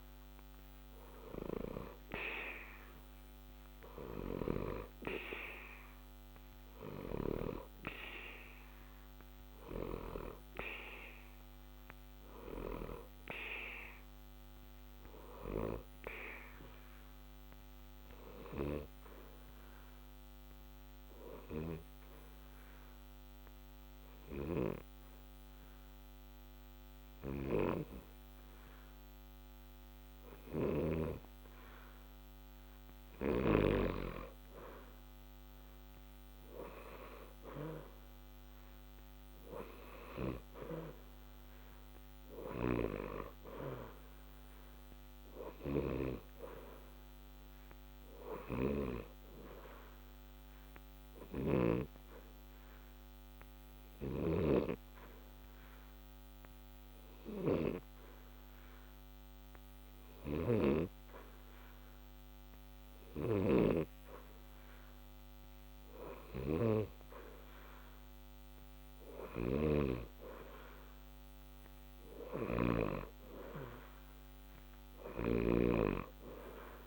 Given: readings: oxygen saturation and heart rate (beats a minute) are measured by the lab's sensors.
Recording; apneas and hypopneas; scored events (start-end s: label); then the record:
breathing in sleep by a microphone on the trachea; 2
3.00-30.00 s: oxygen desaturation (device-marked, oxygen 92% before, 87% lowest, heart rate 61 before, 60 extreme)
17.00-32.50 s: obstructive apnea (oxygen 92% before, 87% lowest, heart rate 61 before, 60 extreme, up 0 after)
36.50-40.50 s: arousal
50.00-65.00 s: obstructive apnea (oxygen 91% before, 87% lowest, heart rate 60 before, 60 extreme, up 0 after)
66.00-70.50 s: arousal
From the record:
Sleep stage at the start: N2 (light sleep); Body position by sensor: on the back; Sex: male